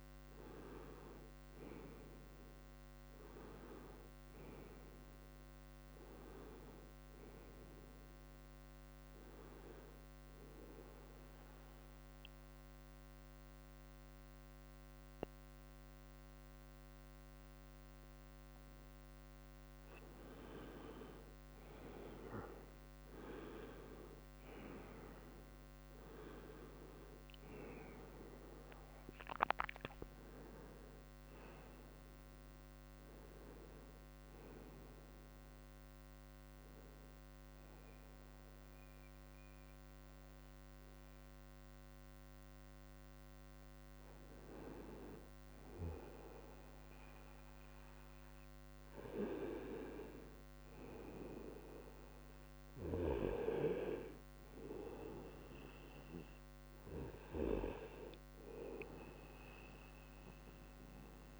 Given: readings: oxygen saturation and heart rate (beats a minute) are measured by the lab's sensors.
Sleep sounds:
breathing in sleep by a microphone on the trachea; 2
0.00-17.00 s: oxygen desaturation (device-marked, oxygen 90% lowest, heart rate 77 extreme)
9.50-19.50 s: central apnea (oxygen 96% before, 90% lowest, heart rate 82 before, 76 extreme, up 4 after)
22.00-25.00 s: arousal
29.00-48.00 s: oxygen desaturation (device-marked, oxygen 97% before, 91% lowest, heart rate 79 before, 76 extreme)
35.50-46.00 s: hypopnea (oxygen 97% before, 91% lowest, heart rate 80 before, 76 extreme, up 2 after)
49.00-53.00 s: arousal
60.00-61.40 s: oxygen desaturation (device-marked, oxygen 97% before, 93% lowest, heart rate 77 before, 76 extreme)
From the record:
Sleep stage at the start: N2 (light sleep); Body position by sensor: on the right side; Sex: male

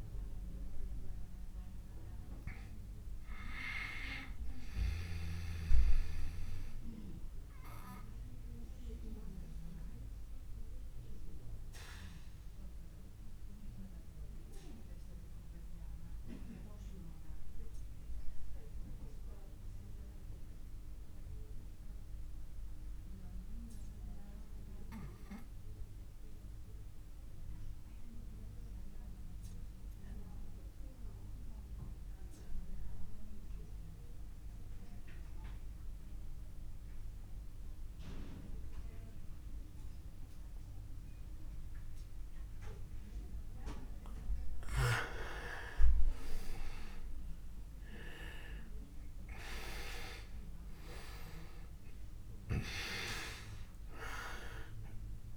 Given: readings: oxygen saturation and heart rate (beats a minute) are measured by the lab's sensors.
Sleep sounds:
breathing in sleep by a room microphone; 1
0.00-27.50 s: oxygen desaturation (device-marked, oxygen 86% lowest)
6.00-43.50 s: obstructive apnea (oxygen 99% before, 86% lowest)
42.50-55.37 s: oxygen desaturation (device-marked, oxygen 99% before, 86% lowest)
45.50-49.50 s: arousal
From the record:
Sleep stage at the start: REM sleep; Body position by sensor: on the back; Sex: male

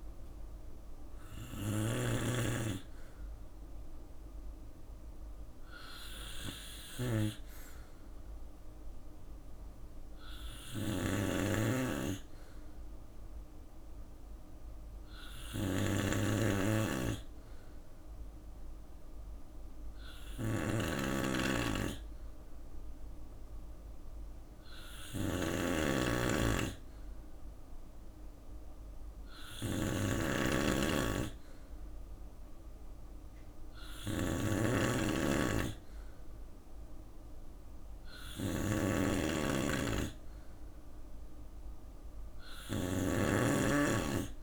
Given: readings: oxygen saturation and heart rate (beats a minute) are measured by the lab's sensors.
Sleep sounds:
breathing in sleep by a room microphone; none
0.00-7.50 s: drop in pulse transit time (device-marked, heart rate 57 extreme)
0.50-20.50 s: bradycardia (device-marked, heart rate 61 before, 57 extreme)
0.50-44.43 s: snoring (device-marked)
22.50-34.50 s: bradycardia (device-marked, heart rate 61 before, 58 extreme)
41.50-43.50 s: bradycardia (device-marked, heart rate 61 before, 60 extreme)
From the record:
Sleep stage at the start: N2 (light sleep); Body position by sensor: on the right side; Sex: male

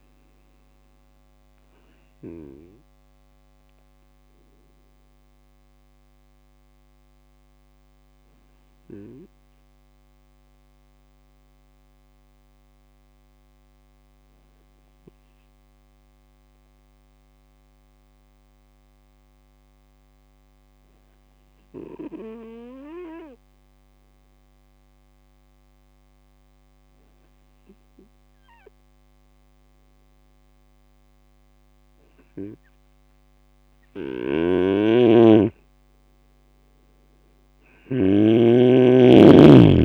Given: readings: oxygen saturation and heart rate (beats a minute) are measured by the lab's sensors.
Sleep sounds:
breathing in sleep by a microphone on the trachea; 1
5.50-32.50 s: obstructive apnea (oxygen 98% before, 91% lowest, heart rate 65 before, 39 extreme, up 4 after)
34.00-39.85 s: snoring (device-marked)
From the record:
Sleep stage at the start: N2 (light sleep); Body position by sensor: on the right side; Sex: male

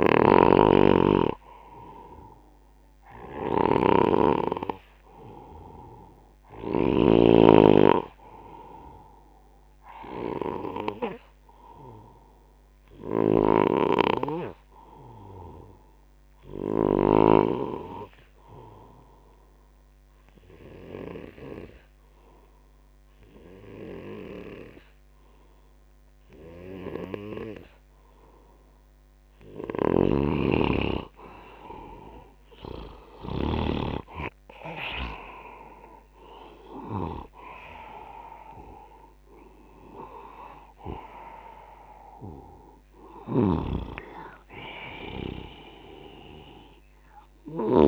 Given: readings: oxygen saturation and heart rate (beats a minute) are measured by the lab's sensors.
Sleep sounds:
breathing in sleep by a microphone on the trachea; 1
0.00-7.00 s: snoring (device-marked)
0.00-35.00 s: oxygen desaturation (device-marked, oxygen 82% lowest, heart rate 71 extreme)
13.00-17.00 s: snoring (device-marked)
18.00-29.00 s: obstructive apnea (oxygen 90% before, 82% lowest, heart rate 84 before, 77 extreme, up 8 after)
29.50-33.50 s: snoring (device-marked)
31.00-35.50 s: arousal
43.00-47.88 s: snoring (device-marked)
From the record:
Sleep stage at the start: REM sleep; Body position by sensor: on the back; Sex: male

